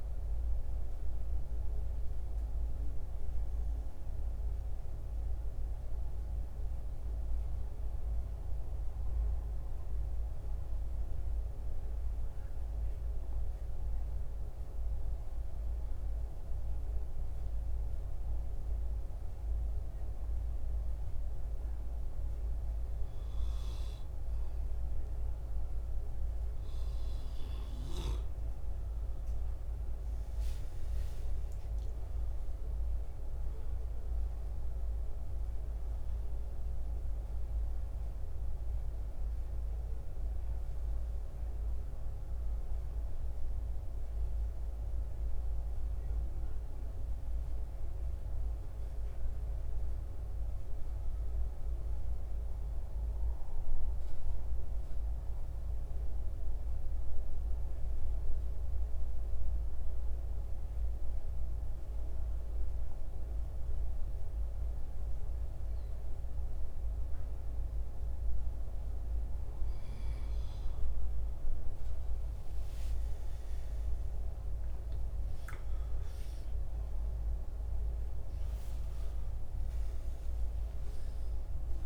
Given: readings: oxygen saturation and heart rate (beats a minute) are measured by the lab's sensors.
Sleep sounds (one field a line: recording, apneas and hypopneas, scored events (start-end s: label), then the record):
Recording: breathing in sleep, hard to hear, by a room microphone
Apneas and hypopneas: 2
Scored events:
0.00-11.00 s: oxygen desaturation (device-marked, oxygen 86% lowest, heart rate 67 extreme)
7.00-20.50 s: central apnea (oxygen 95% before, 86% lowest, heart rate 79 before, 67 extreme, up 6 after)
26.00-59.00 s: oxygen desaturation (device-marked, oxygen 94% before, 86% lowest, heart rate 70 before, 68 extreme)
28.00-33.50 s: arousal
51.50-71.00 s: central apnea (oxygen 94% before, 84% lowest, heart rate 81 before, 68 extreme, up 17 after)
72.00-76.50 s: arousal
73.00-81.86 s: oxygen desaturation (device-marked, oxygen 94% before, 84% lowest, heart rate 69 before, 75 extreme)
From the record:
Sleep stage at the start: N2 (light sleep)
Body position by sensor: on the back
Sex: male